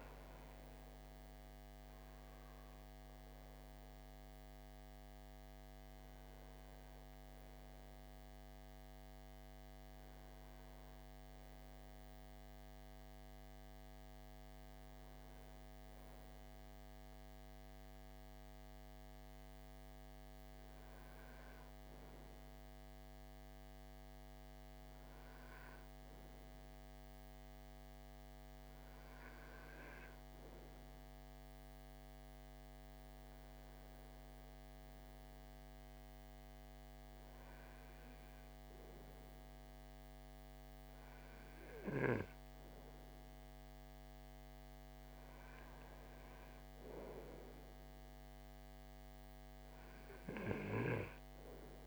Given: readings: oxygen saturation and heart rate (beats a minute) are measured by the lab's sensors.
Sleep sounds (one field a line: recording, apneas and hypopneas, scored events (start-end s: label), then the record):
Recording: breathing in sleep, hard to hear, by a microphone on the trachea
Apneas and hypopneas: none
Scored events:
0.00-1.00 s: arousal
49.50-51.87 s: oxygen desaturation (device-marked, oxygen 95% before, 92% lowest, heart rate 56 before, 57 extreme)
From the record:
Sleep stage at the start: N2 (light sleep)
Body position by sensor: on the right side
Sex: male